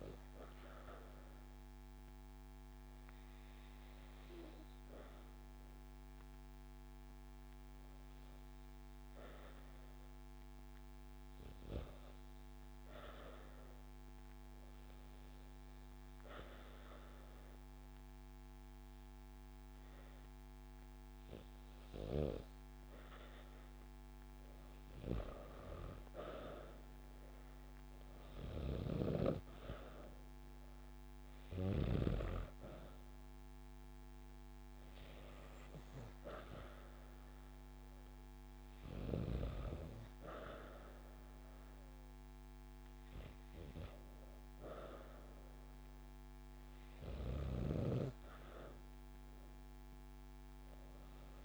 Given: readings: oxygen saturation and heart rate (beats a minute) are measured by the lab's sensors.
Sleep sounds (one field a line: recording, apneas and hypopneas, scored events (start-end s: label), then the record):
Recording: breathing in sleep by a microphone on the trachea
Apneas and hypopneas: 1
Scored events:
0.50-51.45 s: new sleep stage, REM sleep
3.50-23.50 s: hypopnea (oxygen 95% before, 92% lowest)
26.00-29.00 s: arousal
27.50-51.45 s: oxygen desaturation (device-marked, oxygen 97% before, 92% lowest)
From the record:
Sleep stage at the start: N2 (light sleep)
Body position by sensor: on the back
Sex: female